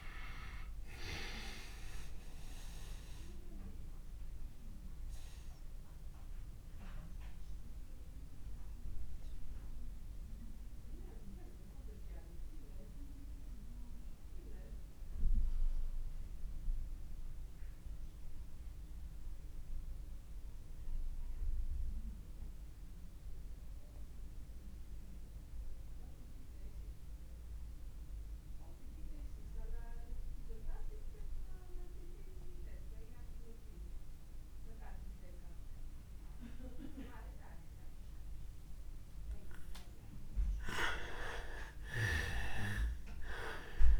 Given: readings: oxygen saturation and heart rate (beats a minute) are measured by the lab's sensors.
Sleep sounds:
breathing in sleep by a room microphone; 1
0.00-22.00 s: oxygen desaturation (device-marked, oxygen 83% lowest, heart rate 26 extreme)
2.00-38.00 s: obstructive apnea (oxygen 99% before, 83% lowest)
35.00-44.00 s: oxygen desaturation (device-marked, oxygen 99% before, 87% lowest)
40.00-43.00 s: arousal
From the record:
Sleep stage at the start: N2 (light sleep); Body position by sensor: on the back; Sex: male

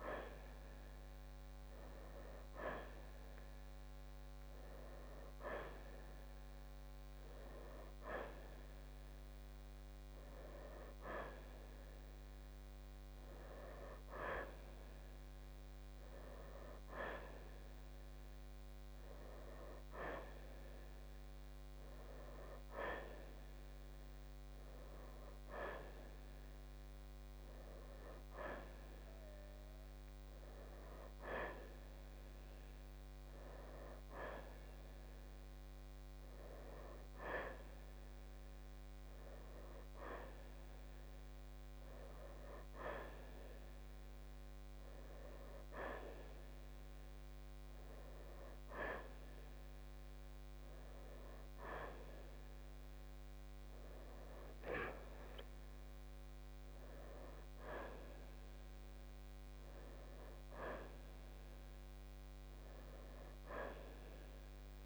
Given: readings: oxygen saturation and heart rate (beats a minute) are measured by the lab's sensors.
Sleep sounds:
breathing in sleep by a microphone on the trachea; none
none scored
From the record:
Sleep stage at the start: N1 (lightest sleep); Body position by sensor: on the right side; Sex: male

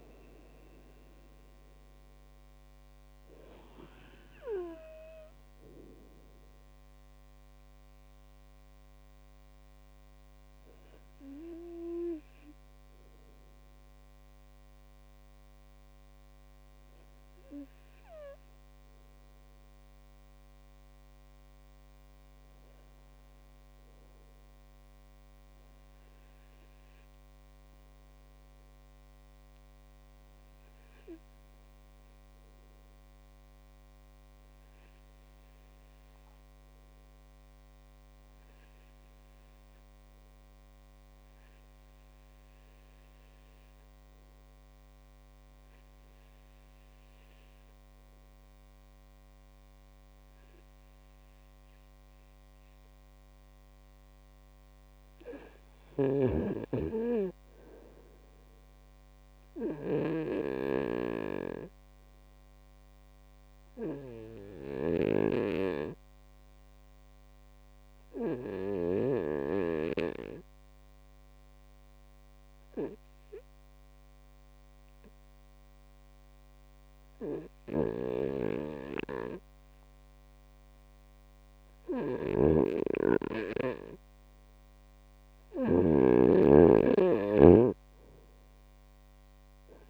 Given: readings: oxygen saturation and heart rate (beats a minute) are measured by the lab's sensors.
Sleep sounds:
breathing in sleep by a microphone on the trachea; 1
8.00-85.50 s: obstructive apnea (oxygen 97% before, 92% lowest, heart rate 66 before, 59 extreme, up 9 after)
55.00-76.00 s: oxygen desaturation (device-marked, oxygen 99% before, 96% lowest, heart rate 68 before, 59 extreme)
55.50-64.50 s: snoring (device-marked)
81.50-89.90 s: snoring (device-marked)
88.00-89.90 s: arousal
From the record:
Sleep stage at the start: REM sleep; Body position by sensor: on the right side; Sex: male

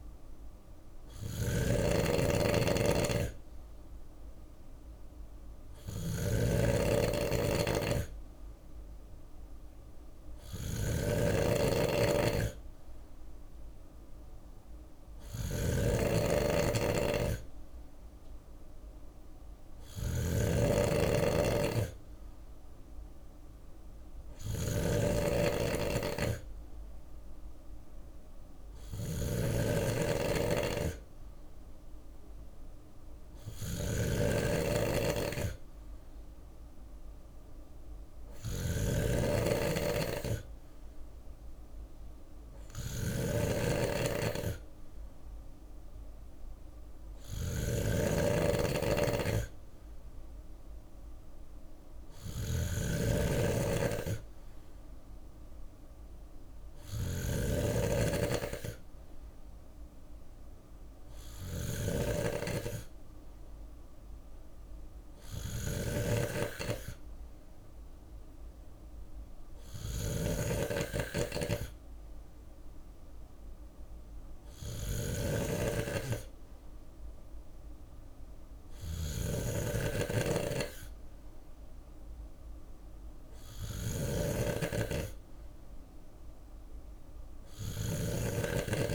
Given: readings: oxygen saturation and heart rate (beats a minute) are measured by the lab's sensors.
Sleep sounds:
breathing in sleep by a room microphone; none
0.00-88.95 s: snoring (device-marked)
8.00-12.00 s: bradycardia (device-marked, heart rate 61 before, 59 extreme)
From the record:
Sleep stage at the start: N3 (deep sleep); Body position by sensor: on the left side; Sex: male

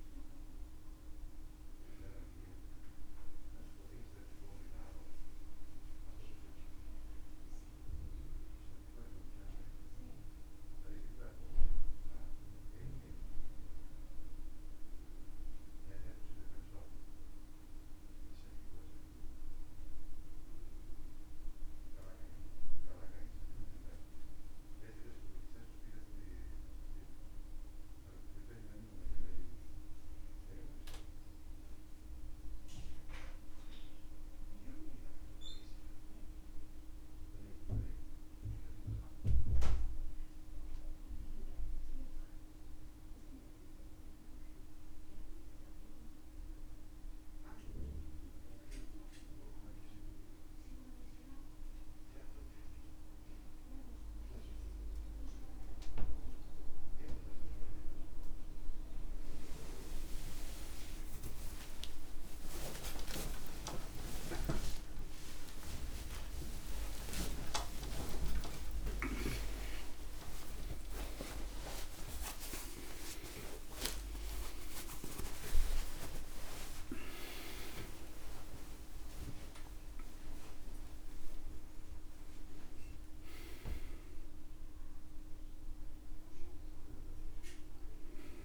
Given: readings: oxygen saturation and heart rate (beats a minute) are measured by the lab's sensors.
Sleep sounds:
breathing in sleep by a room microphone; none
0.00-21.50 s: oxygen desaturation (device-marked, oxygen 89% lowest, heart rate 63 extreme)
74.50-88.45 s: new sleep stage, awake
From the record:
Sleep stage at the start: N2 (light sleep); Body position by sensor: on the back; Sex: male

